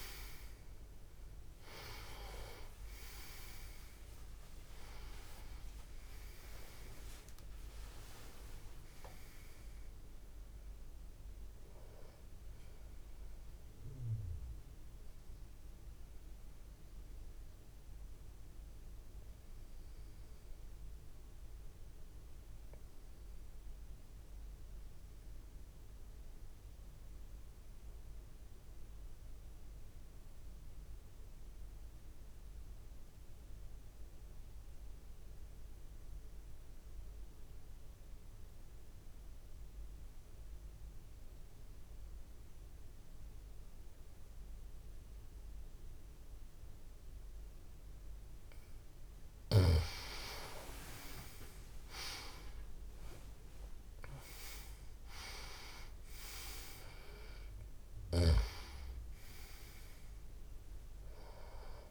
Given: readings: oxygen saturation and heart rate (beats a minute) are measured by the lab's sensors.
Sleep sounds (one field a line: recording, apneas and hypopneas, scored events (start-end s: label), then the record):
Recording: breathing in sleep by a room microphone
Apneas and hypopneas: 1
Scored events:
0.00-25.50 s: oxygen desaturation (device-marked, oxygen 89% lowest)
18.50-48.50 s: obstructive apnea (oxygen 96% before, 88% lowest)
41.50-61.91 s: oxygen desaturation (device-marked, oxygen 98% before, 88% lowest)
51.00-55.00 s: arousal
From the record:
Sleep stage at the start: N2 (light sleep)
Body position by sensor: on the back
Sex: male